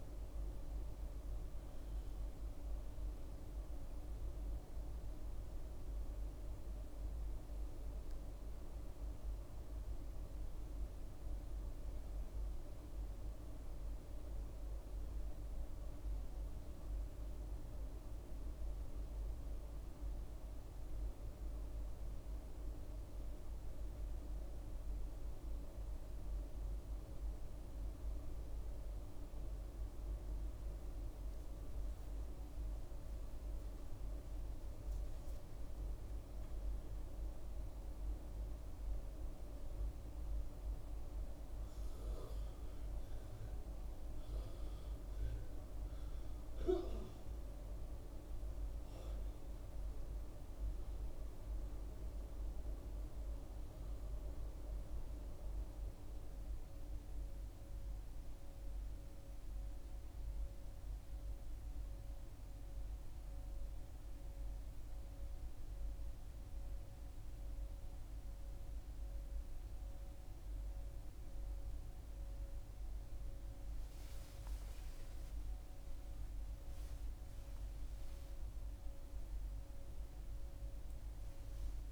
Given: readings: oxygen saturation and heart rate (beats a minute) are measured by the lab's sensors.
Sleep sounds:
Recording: a person partly awake in a sleep study, hard to hear, by a room microphone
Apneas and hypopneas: none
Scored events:
60.00-81.92 s: new sleep stage, awake
From the record:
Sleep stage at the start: N1 (lightest sleep)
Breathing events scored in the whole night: 179 in 5.8 hours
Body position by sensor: on the back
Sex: female

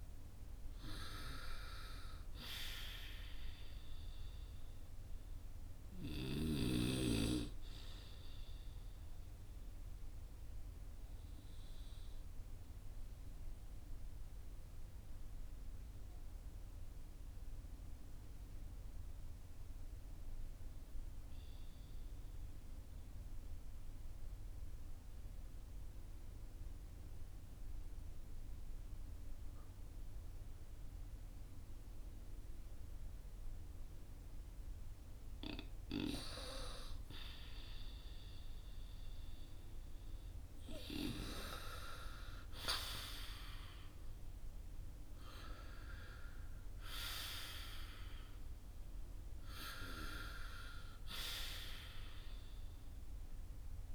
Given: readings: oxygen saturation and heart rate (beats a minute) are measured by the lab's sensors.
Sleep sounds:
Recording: breathing in sleep by a room microphone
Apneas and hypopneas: 1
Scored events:
8.50-35.00 s: mixed apnea (oxygen 97% before, 90% lowest, heart rate 51 before, 47 extreme, up 7 after)
13.50-28.50 s: oxygen desaturation (device-marked, oxygen 94% before, 90% lowest, heart rate 50 before, 47 extreme)
36.50-41.50 s: arousal
37.50-53.95 s: oxygen desaturation (device-marked, oxygen 97% before, 94% lowest, heart rate 54 before, 38 extreme)
From the record:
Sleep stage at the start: N2 (light sleep)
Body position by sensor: on the right side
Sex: male

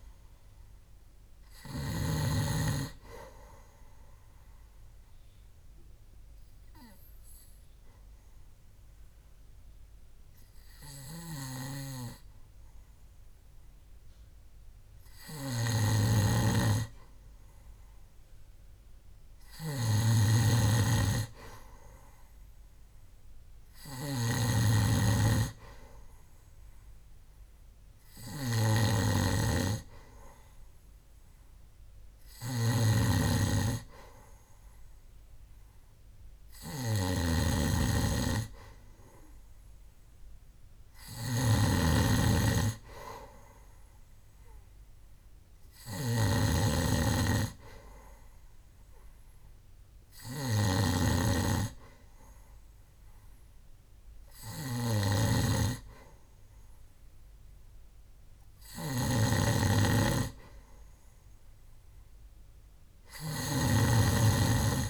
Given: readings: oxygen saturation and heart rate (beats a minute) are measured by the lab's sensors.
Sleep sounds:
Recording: breathing in sleep by a room microphone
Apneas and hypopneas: 1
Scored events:
0.00-2.50 s: snoring (device-marked)
0.00-17.50 s: oxygen desaturation (device-marked, oxygen 91% lowest, heart rate 62 extreme)
4.50-16.50 s: obstructive apnea (oxygen 97% before, 91% lowest, heart rate 68 before, 63 extreme, up 2 after)
11.50-64.90 s: snoring (device-marked)
19.00-22.50 s: arousal
From the record:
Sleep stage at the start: N2 (light sleep)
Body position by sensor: on the back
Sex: male

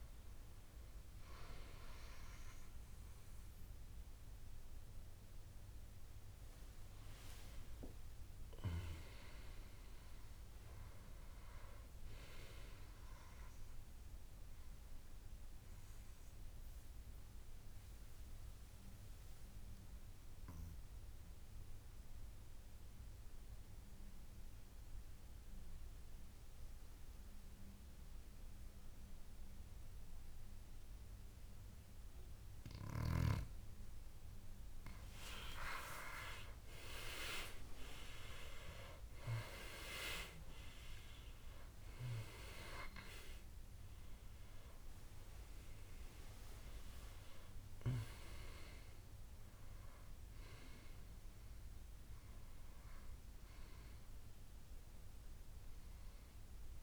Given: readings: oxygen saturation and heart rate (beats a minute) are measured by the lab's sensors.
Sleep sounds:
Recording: breathing in sleep by a room microphone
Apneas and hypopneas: 1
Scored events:
0.00-11.00 s: oxygen desaturation (device-marked, oxygen 90% lowest, heart rate 63 extreme)
15.00-34.50 s: obstructive apnea (oxygen 98% before, 89% lowest, heart rate 78 before, 63 extreme, up 20 after)
36.50-41.50 s: arousal
37.00-56.83 s: oxygen desaturation (device-marked, oxygen 98% before, 89% lowest, heart rate 67 before, 74 extreme)
From the record:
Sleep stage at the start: N2 (light sleep)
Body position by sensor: on the back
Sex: male

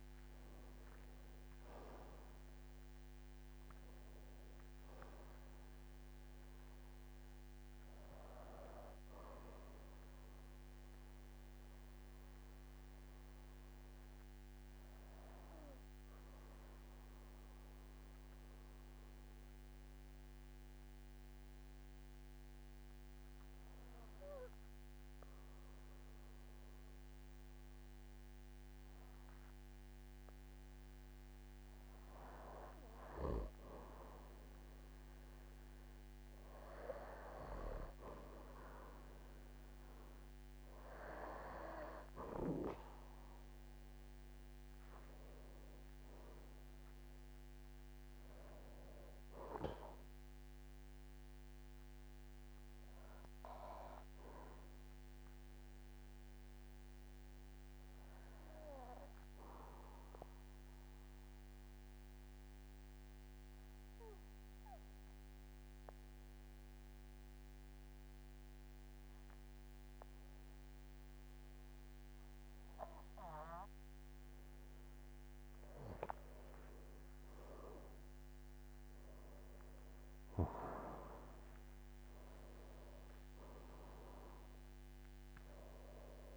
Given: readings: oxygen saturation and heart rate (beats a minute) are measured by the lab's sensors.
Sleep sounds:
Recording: breathing in sleep by a microphone on the trachea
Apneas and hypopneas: 2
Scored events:
0.00-1.50 s: long interval between heartbeats (device-marked, heart rate 73 extreme)
0.00-2.00 s: arousal
0.50-24.50 s: oxygen desaturation (device-marked, oxygen 98% before, 92% lowest, heart rate 51 before, 45 extreme)
12.50-32.00 s: obstructive apnea (oxygen 98% before, 92% lowest, heart rate 61 before, 45 extreme, up 8 after)
33.50-37.50 s: arousal
39.50-53.50 s: oxygen desaturation (device-marked, oxygen 98% before, 93% lowest, heart rate 49 before, 46 extreme)
57.00-74.00 s: obstructive apnea (oxygen 98% before, 91% lowest, heart rate 57 before, 46 extreme, up 18 after)
76.50-80.00 s: arousal
78.50-86.37 s: oxygen desaturation (device-marked, oxygen 98% before, 91% lowest, heart rate 48 before, 49 extreme)
From the record:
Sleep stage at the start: N2 (light sleep)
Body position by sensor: on the back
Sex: male

